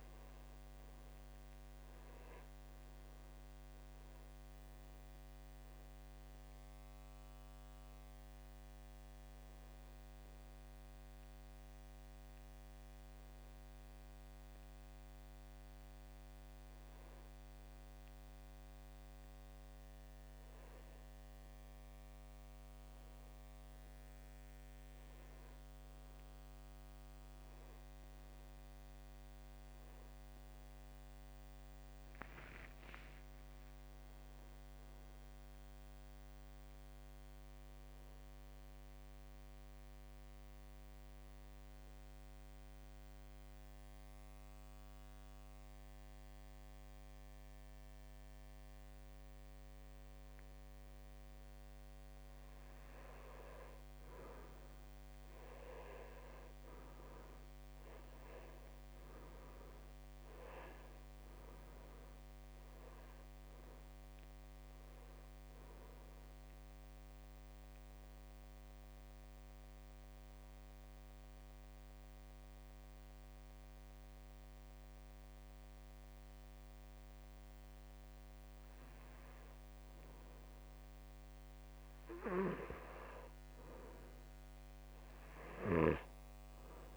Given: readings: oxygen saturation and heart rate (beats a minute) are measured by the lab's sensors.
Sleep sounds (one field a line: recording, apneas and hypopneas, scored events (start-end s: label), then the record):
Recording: breathing in sleep by a microphone on the trachea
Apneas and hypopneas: 3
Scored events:
0.00-2.00 s: long interval between heartbeats (device-marked, heart rate 59 before, 96 extreme)
0.00-15.00 s: drop in pulse transit time (device-marked, heart rate 59 before, 50 extreme)
1.50-5.00 s: arousal
7.50-20.00 s: hypopnea (oxygen 96% before, 93% lowest, heart rate 70 before, 50 extreme, up 2 after)
28.00-32.50 s: arousal
42.50-53.00 s: obstructive apnea (oxygen 99% before, 93% lowest, heart rate 51 before, 48 extreme, up 1 after)
55.50-60.00 s: arousal
56.00-86.97 s: new sleep stage, N2 (light sleep)
66.00-85.00 s: oxygen desaturation (device-marked, oxygen 97% before, 93% lowest, heart rate 50 before, 48 extreme)
67.00-80.50 s: obstructive apnea (oxygen 98% before, 93% lowest, heart rate 50 before, 48 extreme, up 3 after)
From the record:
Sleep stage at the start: N1 (lightest sleep)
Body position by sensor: on the back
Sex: male